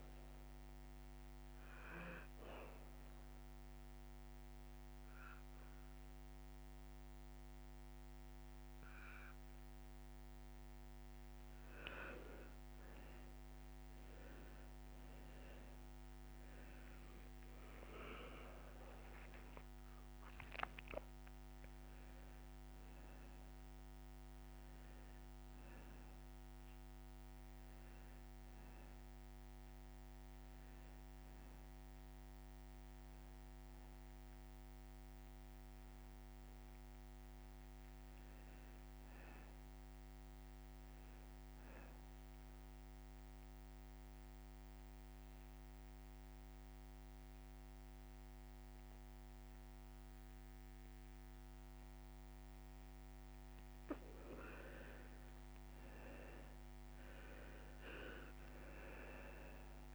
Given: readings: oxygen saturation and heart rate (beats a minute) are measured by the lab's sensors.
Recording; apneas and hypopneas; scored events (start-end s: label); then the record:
breathing in sleep by a microphone on the trachea; 3
0.00-13.00 s: oxygen desaturation (device-marked, oxygen 91% lowest)
2.50-12.50 s: obstructive apnea (oxygen 96% before, 85% lowest)
15.00-36.00 s: oxygen desaturation (device-marked, oxygen 96% before, 90% lowest)
18.50-23.00 s: arousal
28.00-38.00 s: hypopnea (oxygen 96% before, 85% lowest, heart rate 65 before, 77 extreme, up 0 after)
39.00-41.00 s: arousal
43.00-54.00 s: obstructive apnea (oxygen 98% before, 85% lowest)
55.00-59.00 s: arousal
58.00-59.94 s: oxygen desaturation (device-marked, oxygen 96% before, 85% lowest)
From the record:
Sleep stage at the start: N2 (light sleep); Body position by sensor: on the back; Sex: male